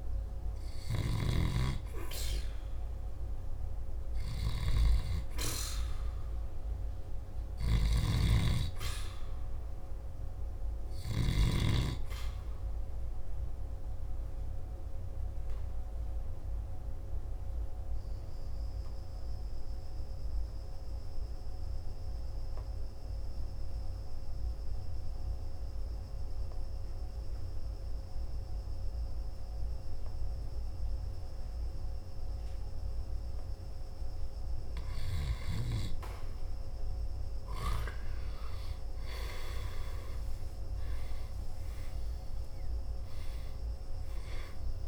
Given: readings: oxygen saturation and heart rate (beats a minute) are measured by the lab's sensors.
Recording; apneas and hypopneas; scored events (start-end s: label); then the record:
breathing in sleep by a room microphone; 1
7.50-11.50 s: snoring (device-marked)
8.50-32.50 s: oxygen desaturation (device-marked, oxygen 97% before, 92% lowest, heart rate 52 before, 49 extreme)
13.00-34.50 s: obstructive apnea (oxygen 97% before, 92% lowest, heart rate 52 before, 49 extreme, up 2 after)
37.00-43.00 s: arousal
From the record:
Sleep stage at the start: N2 (light sleep); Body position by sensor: on the back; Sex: male